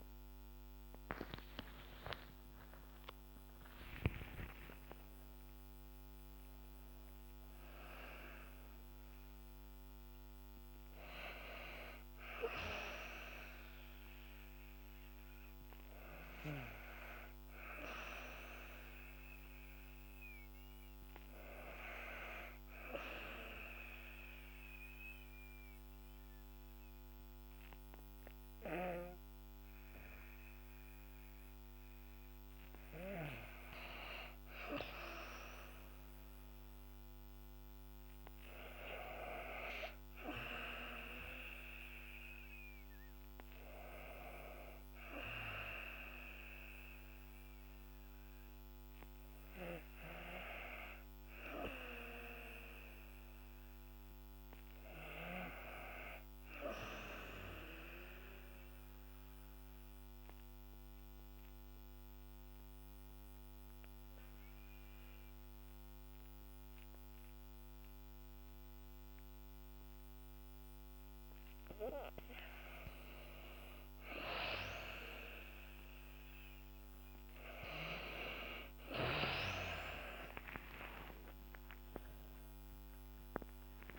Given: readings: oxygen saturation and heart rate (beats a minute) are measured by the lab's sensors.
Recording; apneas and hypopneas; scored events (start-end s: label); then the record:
breathing in sleep by a microphone on the trachea; 2
0.00-3.00 s: arousal
0.00-22.50 s: oxygen desaturation (device-marked, oxygen 91% lowest, heart rate 55 extreme)
1.00-3.00 s: long interval between heartbeats (device-marked, heart rate 55 before, 69 extreme)
3.50-5.50 s: long interval between heartbeats (device-marked, heart rate 59 before, 105 extreme)
23.00-33.50 s: obstructive apnea (oxygen 97% before, 91% lowest, heart rate 74 before, 53 extreme, up 2 after)
35.00-38.50 s: arousal
57.50-72.00 s: obstructive apnea (oxygen 99% before, 91% lowest, heart rate 56 before, 51 extreme, up 9 after)
73.50-83.99 s: oxygen desaturation (device-marked, oxygen 97% before, 91% lowest, heart rate 53 before, 54 extreme)
79.00-83.00 s: arousal
From the record:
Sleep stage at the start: N2 (light sleep); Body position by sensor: on the back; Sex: female